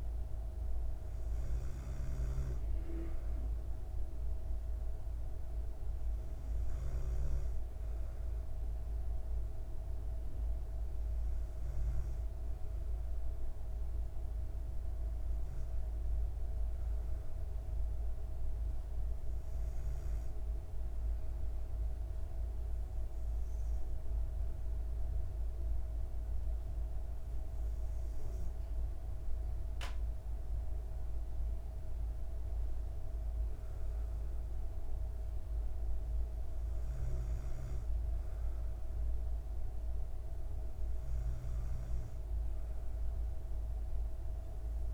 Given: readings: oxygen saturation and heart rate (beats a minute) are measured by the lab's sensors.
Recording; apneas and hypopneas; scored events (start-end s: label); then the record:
breathing in sleep, hard to hear, by a room microphone; 1
0.00-16.50 s: oxygen desaturation (device-marked, oxygen 93% lowest, heart rate 90 extreme)
19.00-30.50 s: hypopnea (oxygen 96% before, 93% lowest, heart rate 133 before, 90 extreme, up 19 after)
31.50-34.50 s: arousal
From the record:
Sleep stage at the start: N2 (light sleep); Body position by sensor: on the back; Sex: female